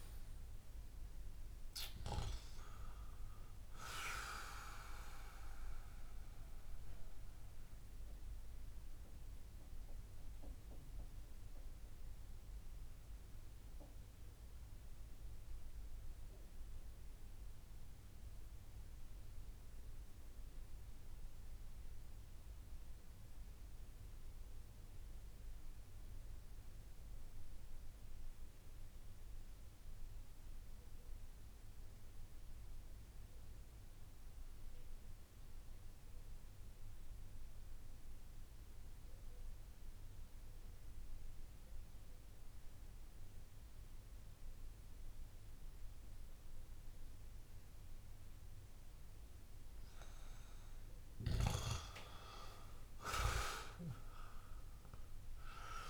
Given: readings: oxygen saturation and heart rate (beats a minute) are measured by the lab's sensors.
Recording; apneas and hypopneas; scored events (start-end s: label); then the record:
breathing in sleep by a room microphone; 1
4.00-19.00 s: oxygen desaturation (device-marked, oxygen 94% before, 90% lowest)
5.00-49.50 s: mixed apnea (oxygen 96% before, 89% lowest)
40.00-55.90 s: oxygen desaturation (device-marked, oxygen 98% before, 91% lowest)
51.00-55.90 s: arousal
From the record:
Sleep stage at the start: N2 (light sleep); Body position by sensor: on the back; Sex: male